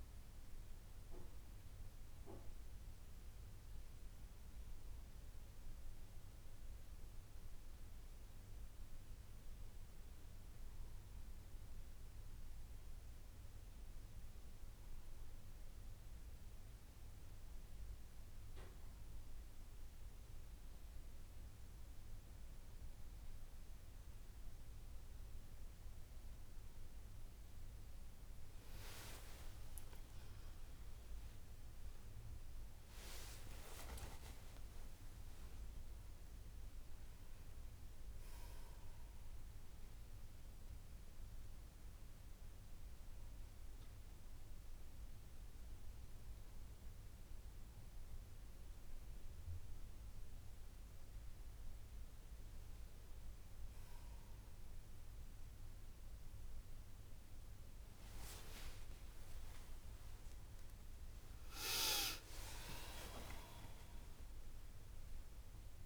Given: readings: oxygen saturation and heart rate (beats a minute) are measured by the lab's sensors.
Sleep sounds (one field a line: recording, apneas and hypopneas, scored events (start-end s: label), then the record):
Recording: a person partly awake in a sleep study, by a room microphone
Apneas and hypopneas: none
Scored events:
33.00-35.00 s: long interval between heartbeats (device-marked, heart rate 62 before, 78 extreme)
33.00-65.86 s: new sleep stage, awake
52.00-54.00 s: long interval between heartbeats (device-marked, heart rate 69 before, 67 extreme)
60.00-62.00 s: long interval between heartbeats (device-marked, heart rate 62 before, 68 extreme)
From the record:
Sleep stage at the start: N1 (lightest sleep)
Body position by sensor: on the back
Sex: female